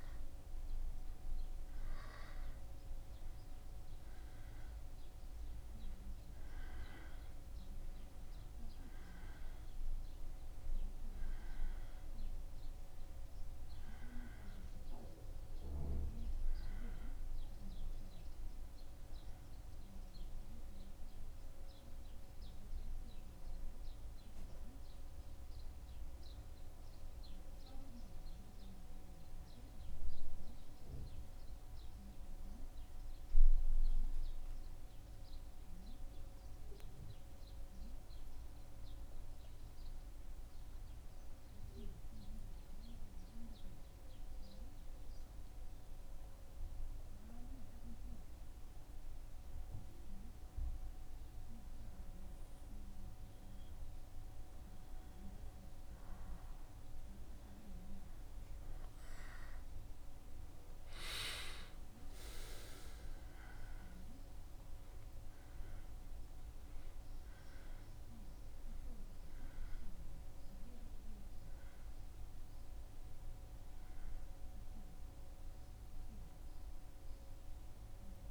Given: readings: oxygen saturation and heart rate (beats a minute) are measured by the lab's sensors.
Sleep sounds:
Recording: breathing in sleep by a room microphone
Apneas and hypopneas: 1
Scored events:
25.00-53.50 s: obstructive apnea (oxygen 95% before, 94% lowest, heart rate 77 before, 75 extreme, up 0 after)
56.50-61.00 s: arousal
From the record:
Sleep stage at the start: N2 (light sleep)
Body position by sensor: on the back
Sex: male

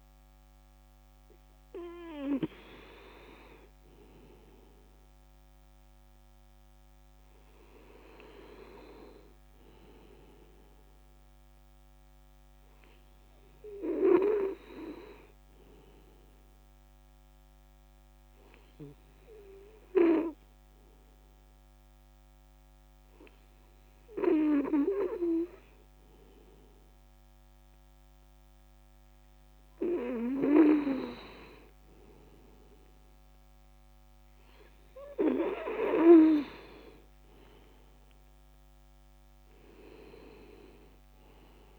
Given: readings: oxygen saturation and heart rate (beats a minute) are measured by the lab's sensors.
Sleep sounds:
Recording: breathing in sleep by a microphone on the trachea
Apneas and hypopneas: 1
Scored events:
16.00-29.50 s: obstructive apnea (oxygen 98% before, 96% lowest, heart rate 165 before, 78 extreme, up 8 after)
32.00-36.50 s: arousal
From the record:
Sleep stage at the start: N2 (light sleep)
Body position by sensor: on the back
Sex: male

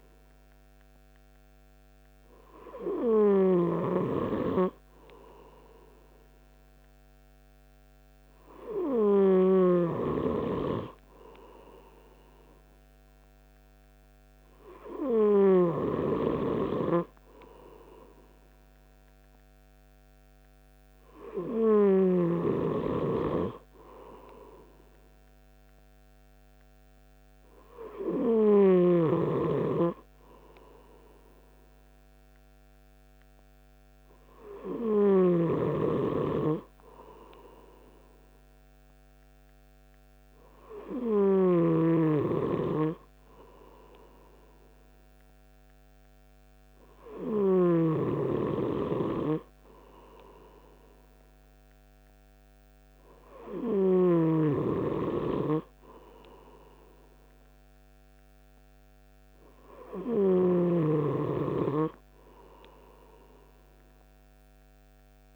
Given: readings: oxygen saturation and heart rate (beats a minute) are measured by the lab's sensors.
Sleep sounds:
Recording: breathing in sleep by a microphone on the trachea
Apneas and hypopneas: none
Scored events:
3.50-10.00 s: snoring (device-marked)
35.50-48.00 s: snoring (device-marked)
60.50-65.36 s: snoring (device-marked)
From the record:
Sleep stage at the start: N3 (deep sleep)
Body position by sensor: on the right side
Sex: male

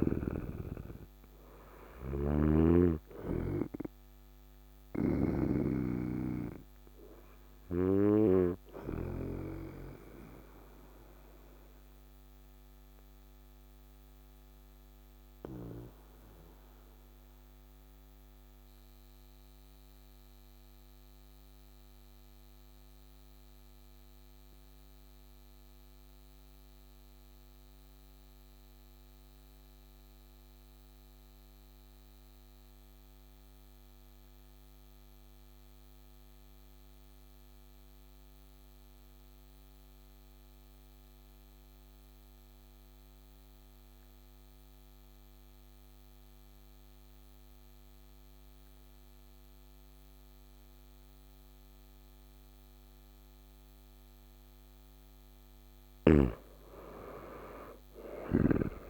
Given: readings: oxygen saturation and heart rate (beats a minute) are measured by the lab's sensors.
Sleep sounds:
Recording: breathing in sleep by a microphone on the trachea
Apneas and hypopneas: 1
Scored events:
0.00-5.00 s: snoring (device-marked)
0.00-19.50 s: oxygen desaturation (device-marked, oxygen 91% lowest, heart rate 58 extreme)
6.50-53.00 s: obstructive apnea (oxygen 99% before, 87% lowest, heart rate 67 before, 58 extreme, up 7 after)
35.50-58.90 s: oxygen desaturation (device-marked, oxygen 99% before, 87% lowest, heart rate 59 before, 55 extreme)
57.00-58.90 s: arousal
From the record:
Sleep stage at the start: N2 (light sleep)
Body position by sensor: on the right side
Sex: male

